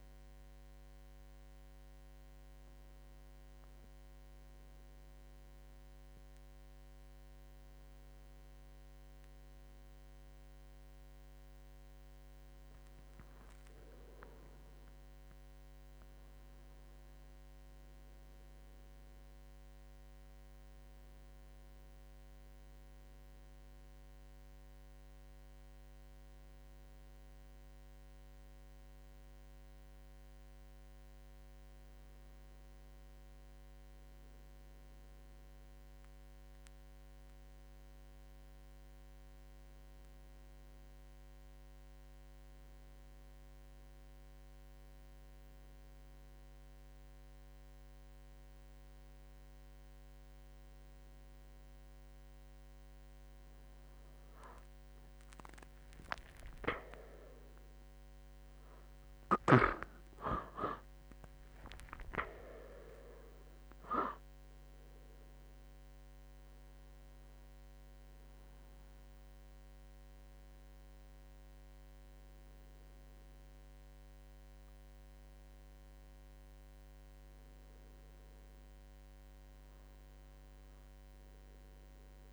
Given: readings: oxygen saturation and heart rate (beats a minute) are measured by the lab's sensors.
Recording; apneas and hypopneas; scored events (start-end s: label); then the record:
a person awake in a sleep study, by a microphone on the trachea; none
34.50-82.33 s: new sleep stage, awake
From the record:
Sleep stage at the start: N2 (light sleep); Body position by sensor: on the right side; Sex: male